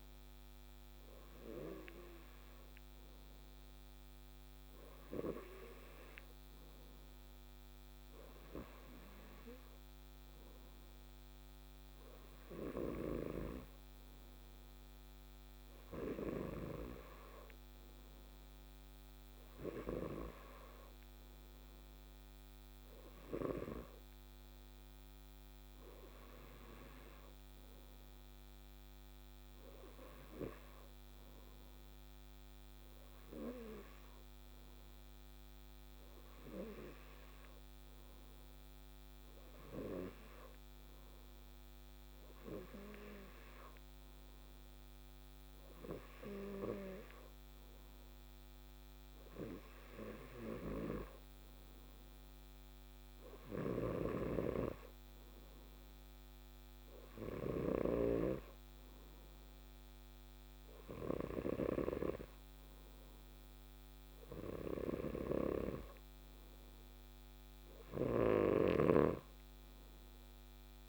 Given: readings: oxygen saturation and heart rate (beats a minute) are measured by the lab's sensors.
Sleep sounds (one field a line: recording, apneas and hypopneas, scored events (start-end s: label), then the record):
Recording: breathing in sleep by a microphone on the trachea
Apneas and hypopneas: none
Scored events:
68.50-70.89 s: snoring (device-marked)
From the record:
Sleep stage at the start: N2 (light sleep)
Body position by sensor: on the left side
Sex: male